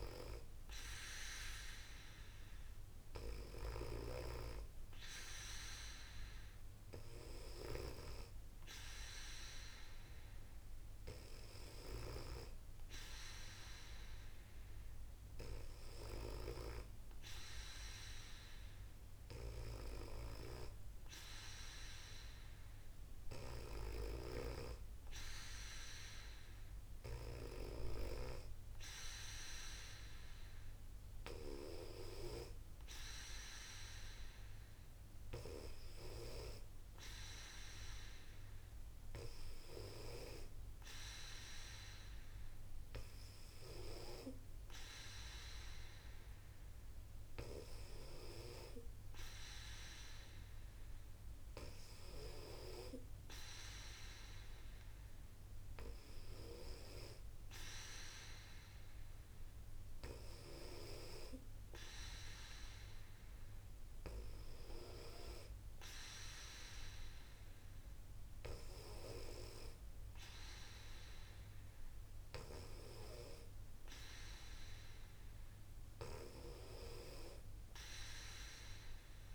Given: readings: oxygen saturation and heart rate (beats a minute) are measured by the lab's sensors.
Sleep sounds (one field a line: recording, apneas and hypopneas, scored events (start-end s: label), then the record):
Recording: breathing in sleep by a room microphone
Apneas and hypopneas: none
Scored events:
3.00-7.50 s: snoring (device-marked)
19.50-27.00 s: snoring (device-marked)
From the record:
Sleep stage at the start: N2 (light sleep)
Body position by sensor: on the back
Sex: female